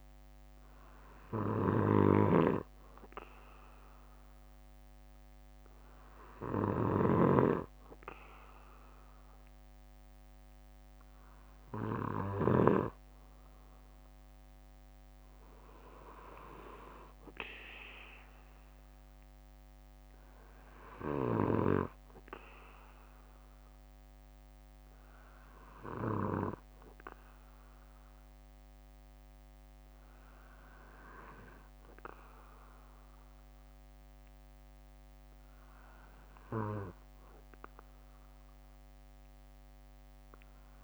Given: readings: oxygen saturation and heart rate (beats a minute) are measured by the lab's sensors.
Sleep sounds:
breathing in sleep by a microphone on the trachea; none
0.00-8.50 s: bradycardia (device-marked, heart rate 54 extreme)
7.00-13.00 s: snoring (device-marked)
9.50-11.50 s: bradycardia (device-marked, heart rate 60 before, 57 extreme)
14.50-16.50 s: bradycardia (device-marked, heart rate 60 before, 60 extreme)
21.50-24.50 s: bradycardia (device-marked, heart rate 60 before, 60 extreme)
25.50-34.50 s: bradycardia (device-marked, heart rate 60 before, 47 extreme)
From the record:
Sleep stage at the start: N2 (light sleep); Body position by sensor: on the back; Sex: male

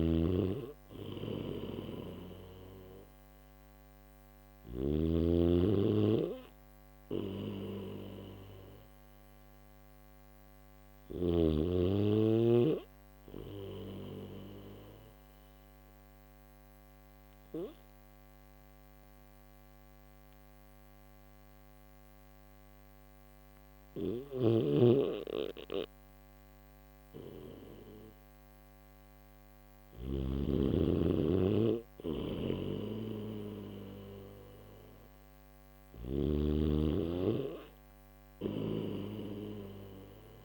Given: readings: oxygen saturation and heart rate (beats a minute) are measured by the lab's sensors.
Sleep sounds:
breathing in sleep by a microphone on the trachea; none
0.50-4.50 s: snoring (device-marked)
5.50-40.44 s: new sleep stage, N3 (deep sleep)
23.50-29.50 s: snoring (device-marked)
31.50-35.50 s: snoring (device-marked)
37.50-40.44 s: snoring (device-marked)
From the record:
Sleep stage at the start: N1 (lightest sleep); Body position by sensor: on the back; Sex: male

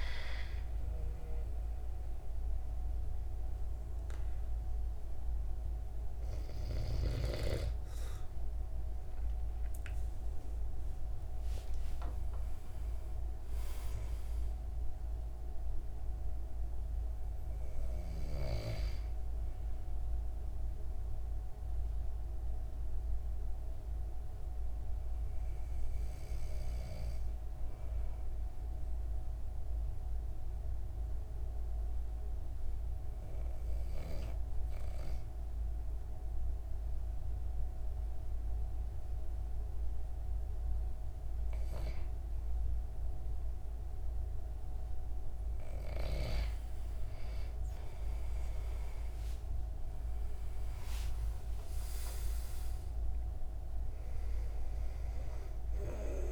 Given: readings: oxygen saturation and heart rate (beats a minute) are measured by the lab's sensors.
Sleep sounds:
breathing in sleep by a room microphone; 1
11.00-15.50 s: arousal
21.00-41.50 s: hypopnea (oxygen 96% before, 91% lowest, heart rate 181 before, 141 extreme, up 41 after)
48.00-56.32 s: oxygen desaturation (device-marked, oxygen 96% before, 91% lowest, heart rate 175 before, 144 extreme)
48.50-53.00 s: arousal
From the record:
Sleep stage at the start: N2 (light sleep); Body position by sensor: on the back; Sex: male

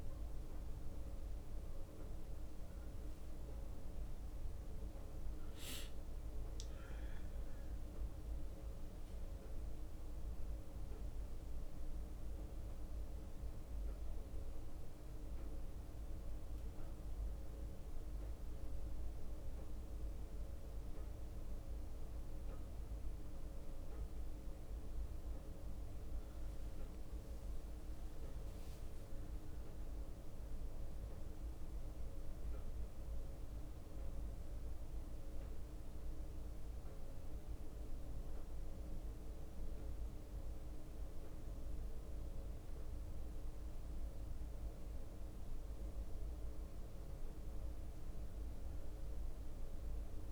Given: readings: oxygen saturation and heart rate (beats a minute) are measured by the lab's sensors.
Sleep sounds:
a person awake in a sleep study, hard to hear, by a room microphone; none
14.00-16.00 s: long interval between heartbeats (device-marked, heart rate 42 before, 30 extreme)
15.00-29.00 s: bradycardia (device-marked, heart rate 41 before, 55 extreme)
34.00-50.32 s: bradycardia (device-marked, heart rate 51 before, 58 extreme)
From the record:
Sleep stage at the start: awake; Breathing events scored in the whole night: 150 in 4.4 hours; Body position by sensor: on the back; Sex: male

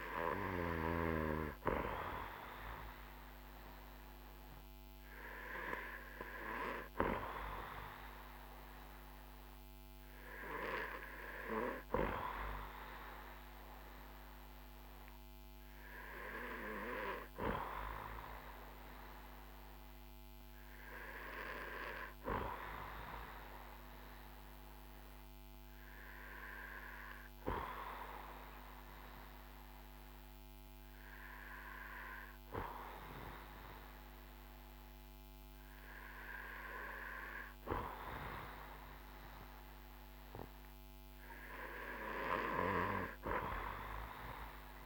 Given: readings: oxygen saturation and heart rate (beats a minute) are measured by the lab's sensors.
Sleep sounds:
breathing in sleep by a microphone on the trachea; none
none scored
From the record:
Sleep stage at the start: N2 (light sleep); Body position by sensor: on the back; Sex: male

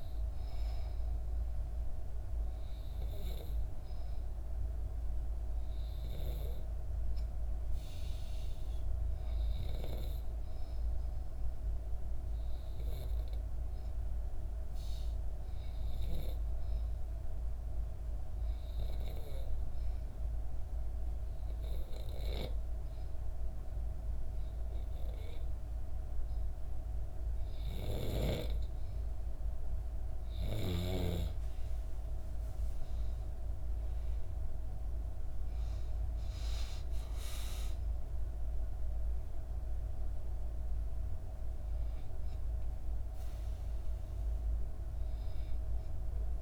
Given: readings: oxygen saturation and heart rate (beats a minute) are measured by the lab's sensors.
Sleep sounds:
breathing in sleep by a room microphone; 1
0.00-16.00 s: oxygen desaturation (device-marked, oxygen 91% lowest, heart rate 65 extreme)
18.00-28.50 s: obstructive apnea (oxygen 95% before, 91% lowest, heart rate 66 before, 65 extreme, up 8 after)
31.00-35.00 s: arousal
35.00-46.42 s: oxygen desaturation (device-marked, oxygen 94% before, 91% lowest, heart rate 67 before, 64 extreme)
From the record:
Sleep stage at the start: N2 (light sleep); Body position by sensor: on the back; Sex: female

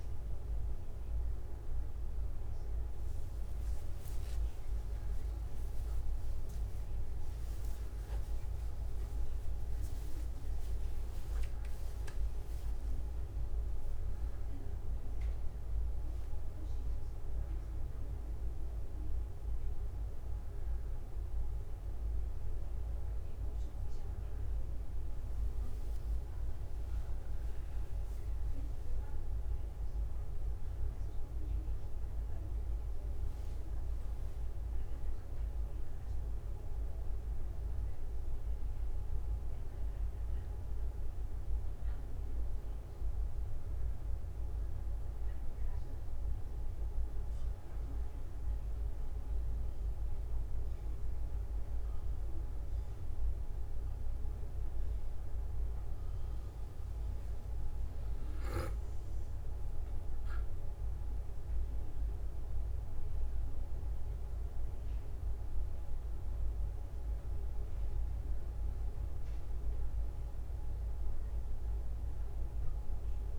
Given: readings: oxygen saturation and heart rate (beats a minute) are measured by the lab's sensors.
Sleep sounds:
a person awake in a sleep study, hard to hear, by a room microphone; none
14.50-16.50 s: long interval between heartbeats (device-marked, heart rate 48 before, 59 extreme)
33.50-35.50 s: long interval between heartbeats (device-marked, heart rate 51 before, 56 extreme)
59.00-61.00 s: long interval between heartbeats (device-marked, heart rate 49 before, 59 extreme)
From the record:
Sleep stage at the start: awake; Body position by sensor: on the back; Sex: male

